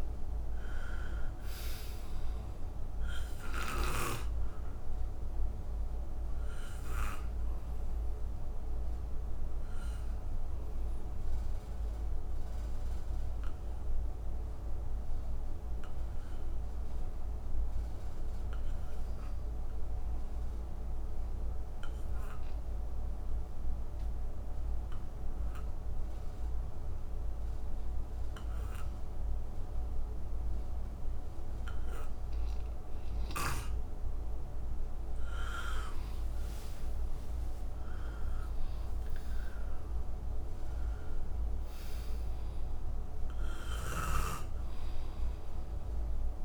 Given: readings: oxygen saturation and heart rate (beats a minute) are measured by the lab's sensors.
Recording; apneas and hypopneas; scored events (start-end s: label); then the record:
breathing in sleep by a room microphone; 1
0.00-21.50 s: oxygen desaturation (device-marked, oxygen 84% lowest, heart rate 57 extreme)
5.00-34.50 s: obstructive apnea (oxygen 97% before, 84% lowest, heart rate 67 before, 56 extreme, up 9 after)
33.50-46.45 s: oxygen desaturation (device-marked, oxygen 98% before, 88% lowest, heart rate 63 before, 56 extreme)
36.00-40.50 s: arousal
From the record:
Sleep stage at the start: N2 (light sleep); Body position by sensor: on the back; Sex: male